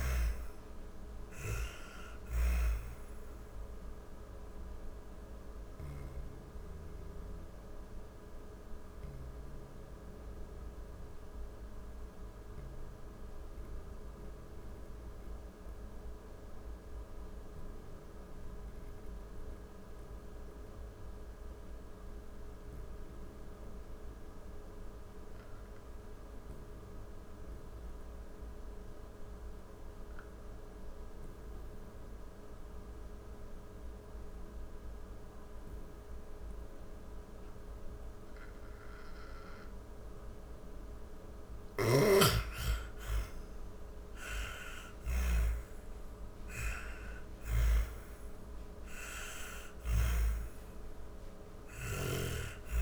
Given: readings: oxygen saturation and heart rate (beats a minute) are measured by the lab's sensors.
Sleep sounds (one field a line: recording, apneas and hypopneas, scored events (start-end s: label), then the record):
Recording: breathing in sleep by a room microphone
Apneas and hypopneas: 1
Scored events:
0.00-17.50 s: oxygen desaturation (device-marked, oxygen 86% lowest, heart rate 39 extreme)
6.00-39.00 s: obstructive apnea (oxygen 98% before, 86% lowest, heart rate 75 before, 39 extreme)
33.50-52.82 s: oxygen desaturation (device-marked, oxygen 98% before, 90% lowest, heart rate 49 before, 52 extreme)
40.00-43.50 s: snoring (device-marked)
42.50-47.50 s: arousal
From the record:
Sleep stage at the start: N2 (light sleep)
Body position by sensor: on the back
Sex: female